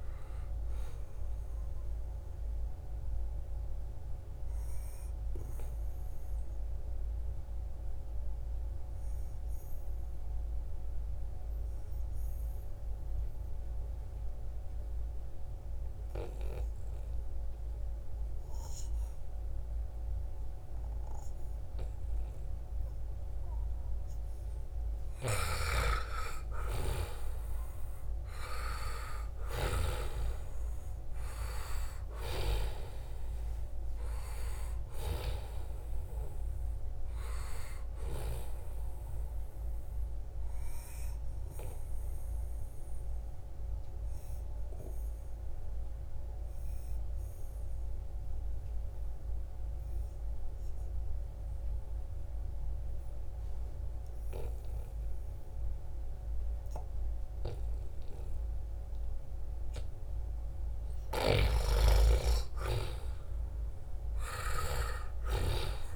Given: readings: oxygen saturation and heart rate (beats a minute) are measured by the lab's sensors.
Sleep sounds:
breathing in sleep by a room microphone; 2
0.00-7.50 s: oxygen desaturation (device-marked, oxygen 89% lowest, heart rate 69 extreme)
2.50-23.50 s: obstructive apnea (oxygen 95% before, 91% lowest, heart rate 78 before, 72 extreme, up 3 after)
25.00-31.50 s: arousal
28.50-44.50 s: oxygen desaturation (device-marked, oxygen 97% before, 92% lowest, heart rate 75 before, 72 extreme)
39.50-59.50 s: obstructive apnea (oxygen 97% before, 88% lowest, heart rate 76 before, 72 extreme, up 3 after)
60.50-65.50 s: arousal
61.50-65.96 s: oxygen desaturation (device-marked, oxygen 96% before, 92% lowest, heart rate 76 before, 68 extreme)
From the record:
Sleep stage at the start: N2 (light sleep); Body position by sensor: on the right side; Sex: male

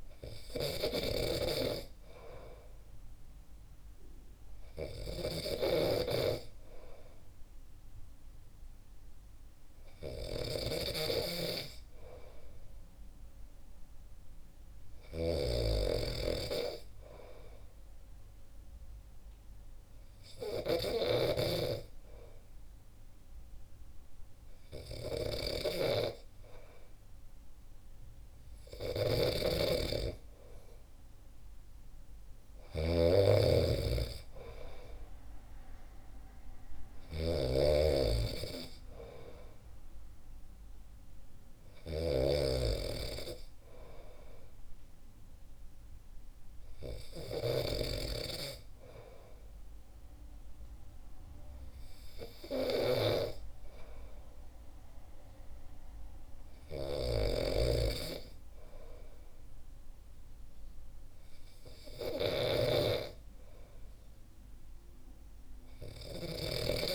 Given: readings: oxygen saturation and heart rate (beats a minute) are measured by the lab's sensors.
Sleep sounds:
breathing in sleep by a room microphone; none
0.00-48.00 s: snoring (device-marked)
57.00-66.95 s: snoring (device-marked)
From the record:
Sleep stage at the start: N2 (light sleep); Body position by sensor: on the back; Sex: male

